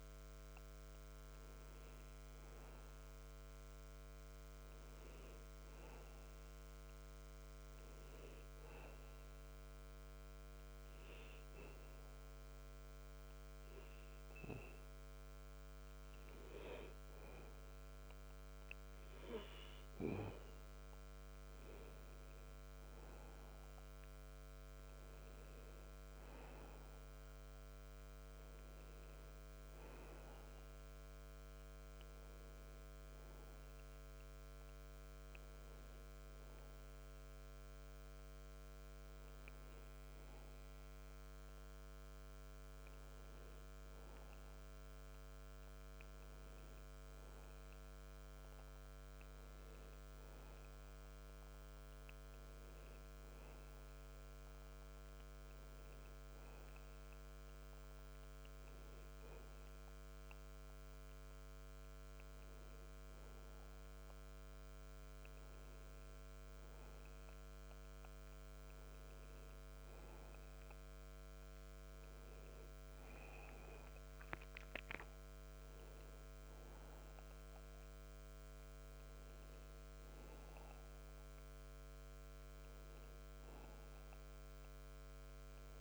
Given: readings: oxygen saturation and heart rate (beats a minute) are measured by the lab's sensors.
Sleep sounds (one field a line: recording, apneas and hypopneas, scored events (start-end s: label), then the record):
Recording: breathing in sleep, hard to hear, by a microphone on the trachea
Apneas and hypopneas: 1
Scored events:
1.50-5.00 s: arousal
8.00-20.50 s: hypopnea (oxygen 97% before, 93% lowest, heart rate 89 before, 67 extreme)
22.50-25.50 s: arousal
From the record:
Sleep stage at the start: N2 (light sleep)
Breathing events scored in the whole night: 114 in 3.4 hours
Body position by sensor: on the back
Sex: male